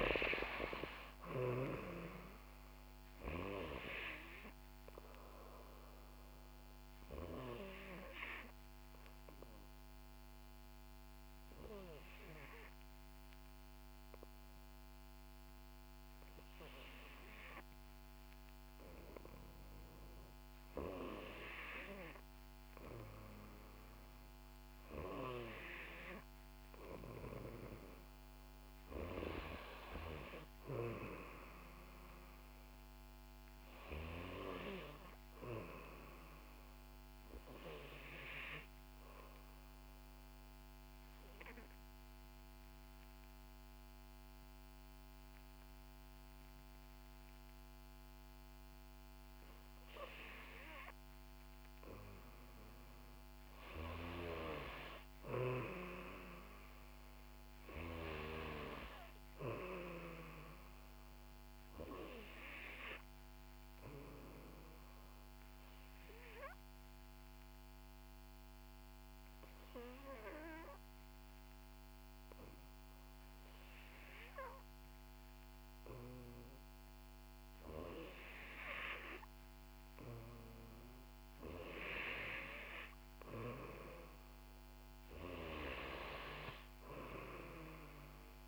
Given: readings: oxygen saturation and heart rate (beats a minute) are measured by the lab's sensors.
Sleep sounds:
breathing in sleep by a microphone on the trachea; 3
0.00-20.00 s: oxygen desaturation (device-marked, oxygen 88% lowest, heart rate 60 extreme)
8.50-22.00 s: obstructive apnea (oxygen 93% before, 88% lowest, heart rate 65 before, 60 extreme, up 3 after)
23.00-27.00 s: arousal
39.50-52.50 s: obstructive apnea (oxygen 94% before, 90% lowest, heart rate 63 before, 61 extreme, up 5 after)
53.50-57.50 s: arousal
57.00-74.00 s: oxygen desaturation (device-marked, oxygen 94% before, 90% lowest, heart rate 62 before, 58 extreme)
64.50-77.50 s: obstructive apnea (oxygen 94% before, 90% lowest, heart rate 64 before, 58 extreme, up 3 after)
79.00-82.50 s: arousal
82.00-88.48 s: oxygen desaturation (device-marked, oxygen 94% before, 90% lowest, heart rate 64 before, 58 extreme)
From the record:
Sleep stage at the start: N3 (deep sleep); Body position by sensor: on the back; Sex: female

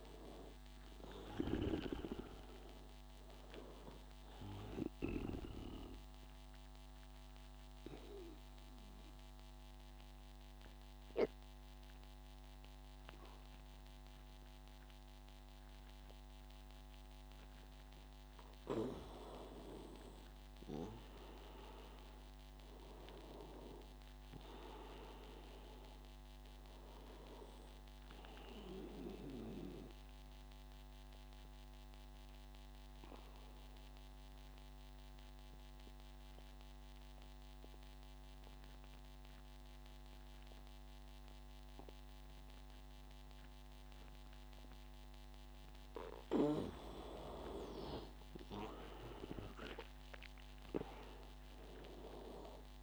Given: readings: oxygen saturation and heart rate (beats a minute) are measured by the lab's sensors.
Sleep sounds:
breathing in sleep by a microphone on the trachea; 2
0.00-2.00 s: arousal
1.50-17.50 s: oxygen desaturation (device-marked, oxygen 96% before, 91% lowest, heart rate 88 before, 80 extreme)
5.50-18.00 s: obstructive apnea (oxygen 99% before, 89% lowest, heart rate 90 before, 80 extreme, up 7 after)
20.00-23.50 s: arousal
30.00-46.00 s: obstructive apnea (oxygen 97% before, 89% lowest, heart rate 87 before, 81 extreme, up 10 after)
33.50-41.50 s: oxygen desaturation (device-marked, oxygen 96% before, 92% lowest, heart rate 87 before, 82 extreme)
47.50-51.00 s: arousal
From the record:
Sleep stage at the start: N2 (light sleep); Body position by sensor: on the back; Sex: male

